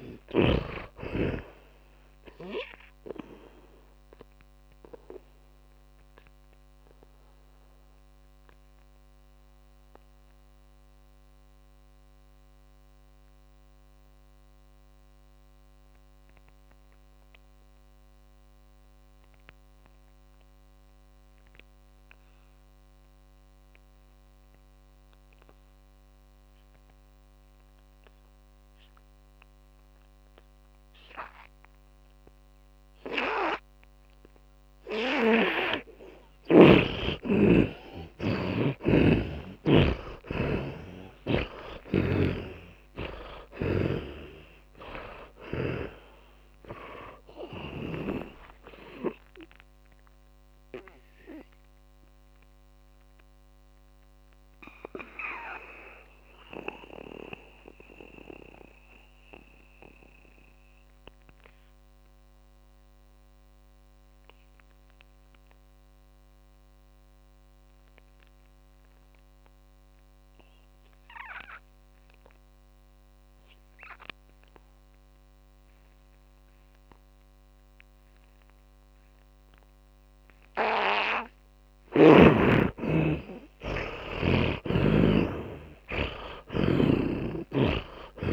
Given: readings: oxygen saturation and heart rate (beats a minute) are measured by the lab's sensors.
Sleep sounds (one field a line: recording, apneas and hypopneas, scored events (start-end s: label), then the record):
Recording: breathing in sleep by a microphone on the trachea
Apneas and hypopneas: 2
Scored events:
0.00-1.00 s: snoring (device-marked)
0.00-24.00 s: oxygen desaturation (device-marked, oxygen 77% lowest)
5.00-35.00 s: mixed apnea (oxygen 100% before, 77% lowest)
26.00-68.00 s: oxygen desaturation (device-marked, oxygen 100% before, 77% lowest)
38.50-43.00 s: arousal
44.00-48.50 s: snoring (device-marked)
52.50-81.50 s: mixed apnea (oxygen 100% before, 77% lowest)
82.50-86.50 s: arousal
From the record:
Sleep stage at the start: N2 (light sleep)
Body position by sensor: on the back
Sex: male